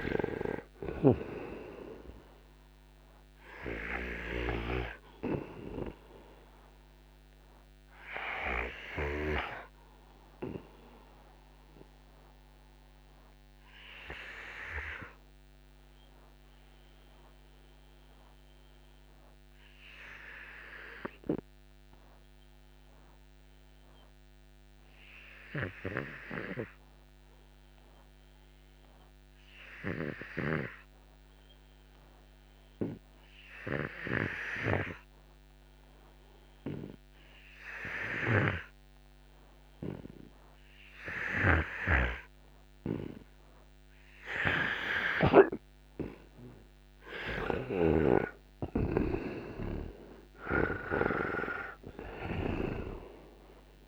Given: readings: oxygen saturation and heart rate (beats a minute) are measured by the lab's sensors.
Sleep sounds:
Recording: breathing in sleep by a microphone on the trachea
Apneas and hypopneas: 1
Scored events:
0.00-26.50 s: oxygen desaturation (device-marked, oxygen 82% lowest, heart rate 57 extreme)
4.00-9.50 s: snoring (device-marked)
8.00-43.50 s: obstructive apnea (oxygen 95% before, 81% lowest, heart rate 78 before, 57 extreme, up 27 after)
42.50-53.88 s: oxygen desaturation (device-marked, oxygen 96% before, 81% lowest, heart rate 64 before, 57 extreme)
46.50-49.50 s: arousal
47.50-53.88 s: snoring (device-marked)
From the record:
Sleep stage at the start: N2 (light sleep)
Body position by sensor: on the right side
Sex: male

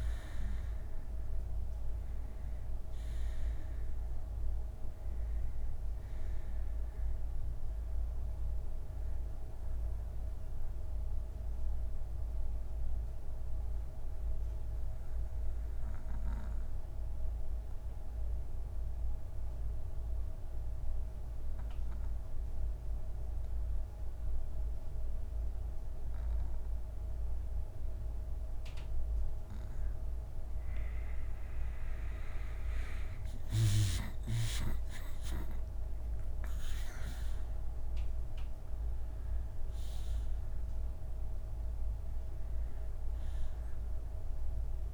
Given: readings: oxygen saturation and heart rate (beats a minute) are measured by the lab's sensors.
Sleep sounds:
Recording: breathing in sleep by a room microphone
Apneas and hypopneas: 1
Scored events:
0.00-14.50 s: oxygen desaturation (device-marked, oxygen 85% lowest, heart rate 48 extreme)
7.00-29.00 s: mixed apnea (oxygen 93% before, 85% lowest, heart rate 65 before, 56 extreme, up 11 after)
19.50-21.50 s: bradycardia (device-marked, heart rate 63 before, 64 extreme)
23.50-25.50 s: bradycardia (device-marked, heart rate 63 before, 58 extreme)
27.50-29.50 s: bradycardia (device-marked, heart rate 63 before, 58 extreme)
29.50-44.94 s: oxygen desaturation (device-marked, oxygen 96% before, 88% lowest, heart rate 63 before, 55 extreme)
31.50-33.50 s: bradycardia (device-marked, heart rate 63 before, 58 extreme)
31.50-35.00 s: arousal
From the record:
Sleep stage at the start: N2 (light sleep)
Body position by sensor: on the back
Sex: male

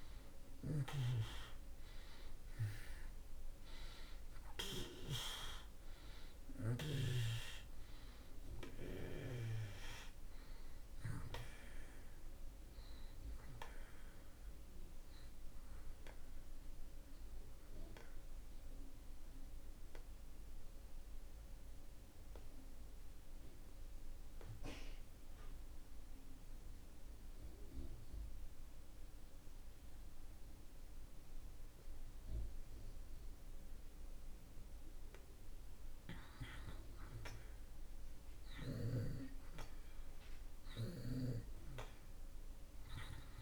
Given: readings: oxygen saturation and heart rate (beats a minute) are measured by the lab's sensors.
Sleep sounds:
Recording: breathing in sleep by a room microphone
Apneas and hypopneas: 1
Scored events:
0.00-2.50 s: arousal
0.00-31.50 s: oxygen desaturation (device-marked, oxygen 80% lowest)
15.50-36.00 s: obstructive apnea (oxygen 96% before, 79% lowest)
37.50-43.00 s: arousal
41.50-43.42 s: oxygen desaturation (device-marked, oxygen 95% before, 79% lowest)
From the record:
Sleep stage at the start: N2 (light sleep)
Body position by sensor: on the back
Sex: male

